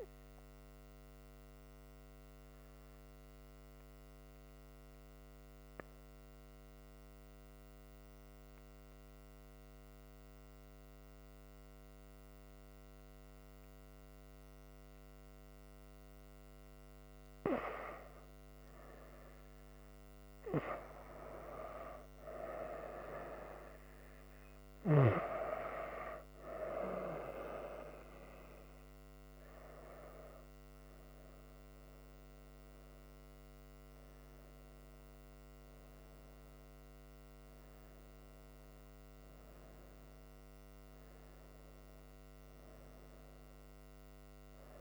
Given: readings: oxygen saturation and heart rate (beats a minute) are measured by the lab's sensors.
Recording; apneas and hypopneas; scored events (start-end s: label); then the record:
breathing in sleep by a microphone on the trachea; 1
1.50-10.50 s: oxygen desaturation (device-marked, oxygen 98% before, 91% lowest, heart rate 75 before, 65 extreme)
2.00-16.50 s: obstructive apnea (oxygen 98% before, 91% lowest, heart rate 75 before, 65 extreme, up 4 after)
19.50-23.00 s: arousal
From the record:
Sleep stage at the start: N1 (lightest sleep); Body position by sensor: on the front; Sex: female